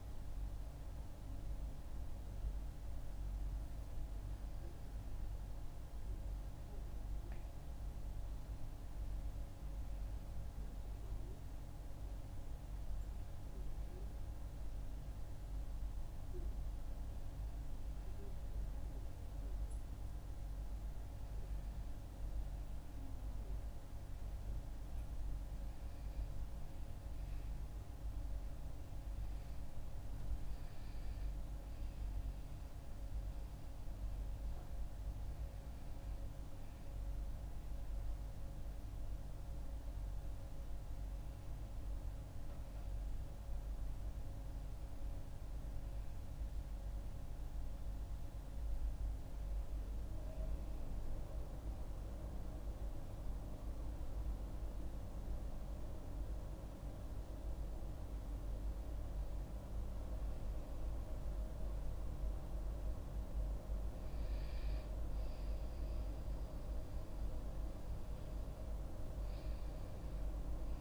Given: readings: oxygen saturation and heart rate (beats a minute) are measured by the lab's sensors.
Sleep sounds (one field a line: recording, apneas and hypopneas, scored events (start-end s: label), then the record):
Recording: breathing in sleep, hard to hear, by a room microphone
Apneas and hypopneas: none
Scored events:
43.50-70.81 s: new sleep stage, N2 (light sleep)
From the record:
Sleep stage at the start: N1 (lightest sleep)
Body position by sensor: on the back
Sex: female